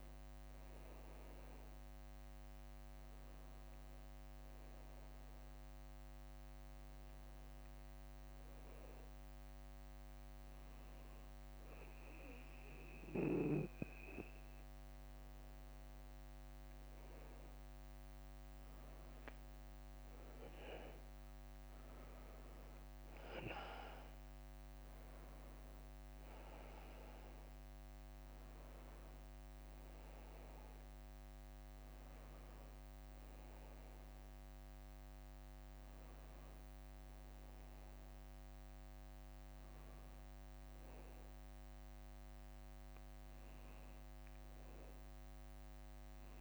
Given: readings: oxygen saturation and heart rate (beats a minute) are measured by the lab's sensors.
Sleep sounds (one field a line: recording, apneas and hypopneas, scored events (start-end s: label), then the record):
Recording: breathing in sleep by a microphone on the trachea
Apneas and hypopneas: 1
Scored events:
4.00-15.00 s: hypopnea (oxygen 95% before, 93% lowest, heart rate 61 before, 59 extreme, up 3 after)
16.50-20.50 s: arousal
From the record:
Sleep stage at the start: N2 (light sleep)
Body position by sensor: on the back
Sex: male